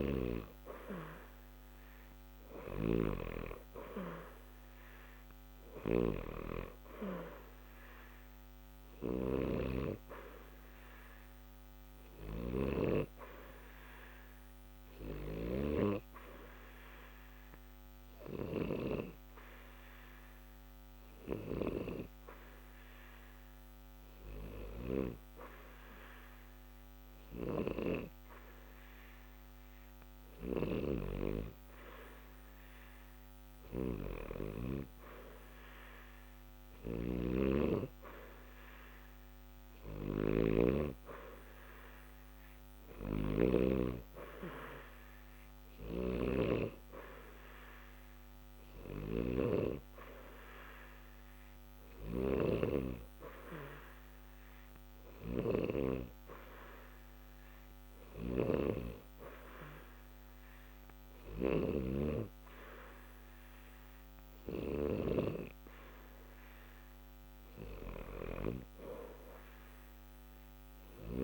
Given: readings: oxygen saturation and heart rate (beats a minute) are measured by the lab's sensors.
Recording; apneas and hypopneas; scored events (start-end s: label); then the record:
breathing in sleep by a microphone on the trachea; 1
16.50-30.50 s: obstructive apnea (oxygen 91% before, 88% lowest, heart rate 60 before, 60 extreme, up 2 after)
33.00-37.00 s: arousal
36.50-40.00 s: snoring (device-marked)
From the record:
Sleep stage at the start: N2 (light sleep); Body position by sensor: on the back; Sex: male